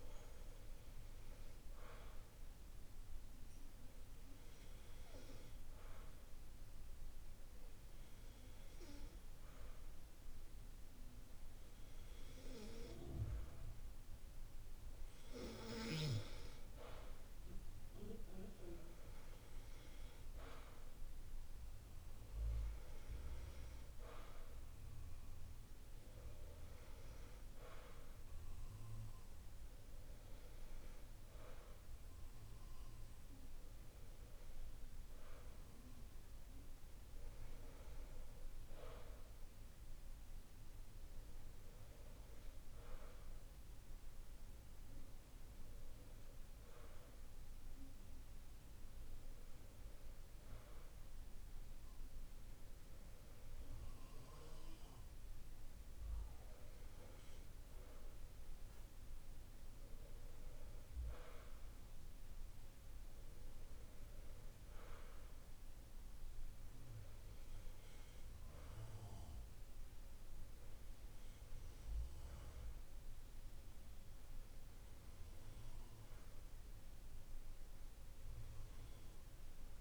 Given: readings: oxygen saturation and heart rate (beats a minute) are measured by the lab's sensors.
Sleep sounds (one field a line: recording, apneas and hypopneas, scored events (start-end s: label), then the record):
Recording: breathing in sleep by a room microphone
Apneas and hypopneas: none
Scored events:
none scored
From the record:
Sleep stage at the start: N2 (light sleep)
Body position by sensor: on the back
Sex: male